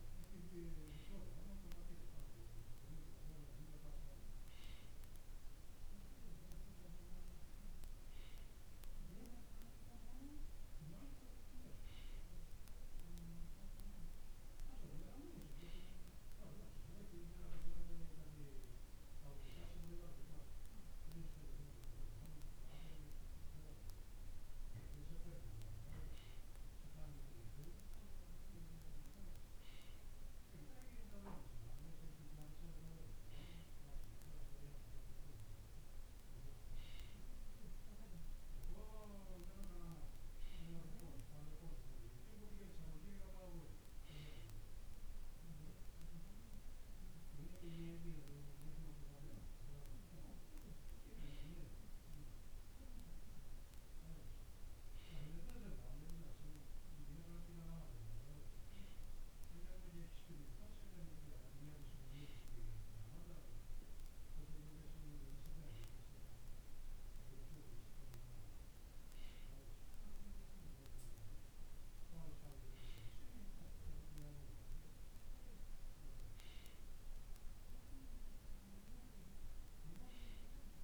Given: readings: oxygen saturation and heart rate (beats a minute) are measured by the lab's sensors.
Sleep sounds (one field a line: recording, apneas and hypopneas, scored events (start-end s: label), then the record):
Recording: breathing in sleep by a room microphone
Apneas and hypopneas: none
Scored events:
none scored
From the record:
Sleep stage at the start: N2 (light sleep)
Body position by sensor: on the right side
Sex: male